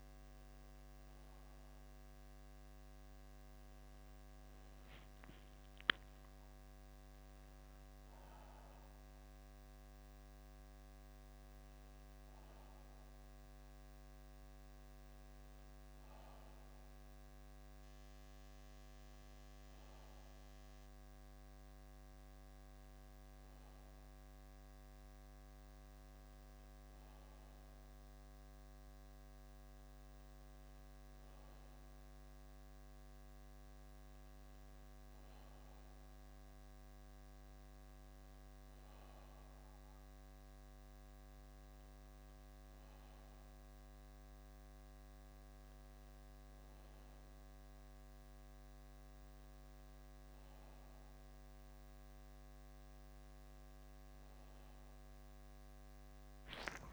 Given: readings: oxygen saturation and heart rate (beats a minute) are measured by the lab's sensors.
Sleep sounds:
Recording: breathing in sleep, hard to hear, by a microphone on the trachea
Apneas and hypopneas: none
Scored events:
none scored
From the record:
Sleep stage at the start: REM sleep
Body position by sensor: on the back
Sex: male

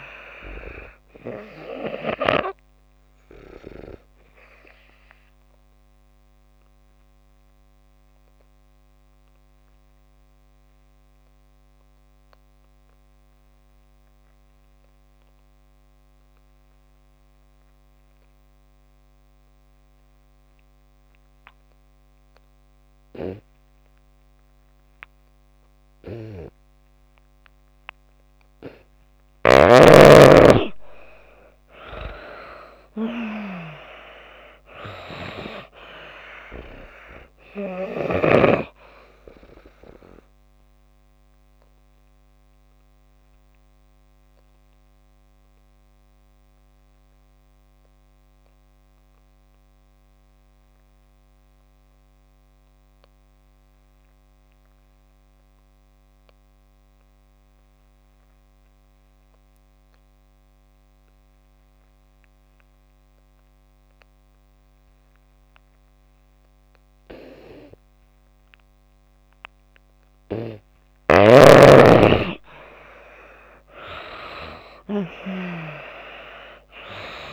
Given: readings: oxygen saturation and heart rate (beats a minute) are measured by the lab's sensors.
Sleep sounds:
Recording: breathing in sleep by a microphone on the trachea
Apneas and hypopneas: 2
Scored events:
3.00-27.00 s: obstructive apnea (oxygen 96% before, 79% lowest)
13.50-28.50 s: oxygen desaturation (device-marked, oxygen 94% before, 84% lowest)
30.00-33.50 s: arousal
36.50-61.50 s: oxygen desaturation (device-marked, oxygen 95% before, 79% lowest)
40.50-66.50 s: obstructive apnea (oxygen 95% before, 79% lowest)
70.00-73.00 s: arousal
71.50-77.33 s: oxygen desaturation (device-marked, oxygen 97% before, 79% lowest)
From the record:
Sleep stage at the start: N2 (light sleep)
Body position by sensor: on the back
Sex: female

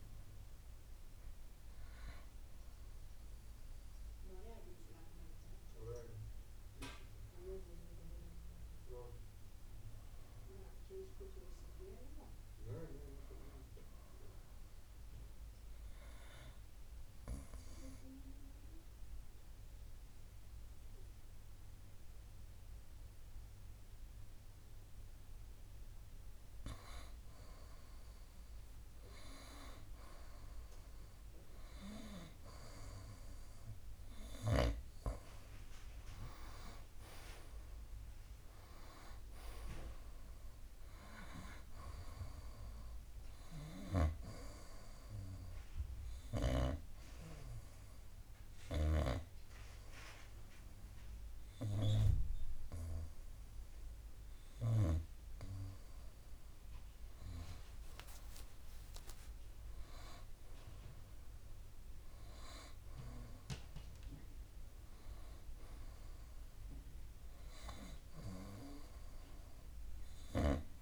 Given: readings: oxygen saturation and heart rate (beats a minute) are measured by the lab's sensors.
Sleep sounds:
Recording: breathing in sleep by a room microphone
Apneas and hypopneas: 2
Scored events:
0.00-18.00 s: oxygen desaturation (device-marked, oxygen 94% lowest, heart rate 56 extreme)
11.00-14.50 s: arousal
16.50-27.50 s: obstructive apnea (oxygen 97% before, 92% lowest, heart rate 59 before, 58 extreme, up 5 after)
31.50-35.00 s: arousal
47.00-58.00 s: hypopnea (oxygen 97% before, 92% lowest, heart rate 62 before, 50 extreme, up 4 after)
54.00-70.82 s: oxygen desaturation (device-marked, oxygen 95% before, 92% lowest, heart rate 62 before, 50 extreme)
59.50-63.00 s: arousal
From the record:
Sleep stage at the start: N2 (light sleep)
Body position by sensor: on the back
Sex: male

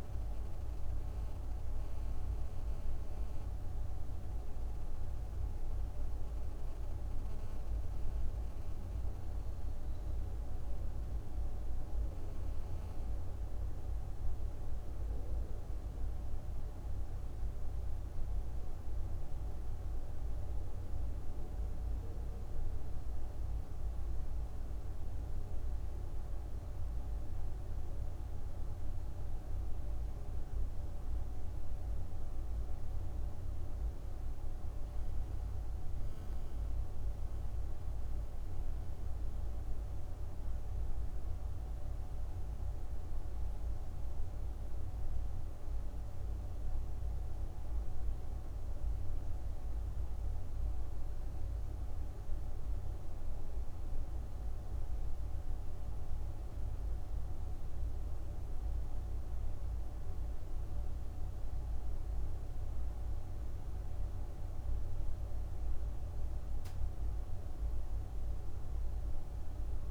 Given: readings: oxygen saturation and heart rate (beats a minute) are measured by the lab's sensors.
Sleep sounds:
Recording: breathing in sleep, hard to hear, by a room microphone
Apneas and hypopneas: none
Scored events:
none scored
From the record:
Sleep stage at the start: N2 (light sleep)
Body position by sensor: on the back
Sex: female

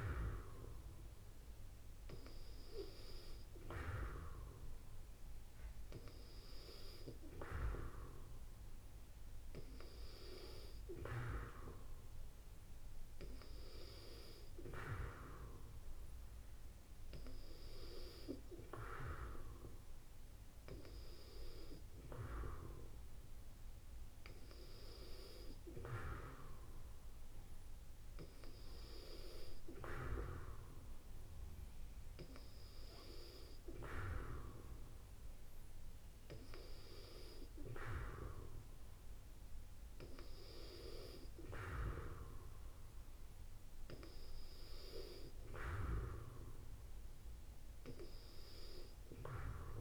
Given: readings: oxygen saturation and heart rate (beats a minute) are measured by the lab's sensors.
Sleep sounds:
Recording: breathing in sleep by a room microphone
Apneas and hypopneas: none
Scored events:
none scored
From the record:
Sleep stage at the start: N2 (light sleep)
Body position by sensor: on the back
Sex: female

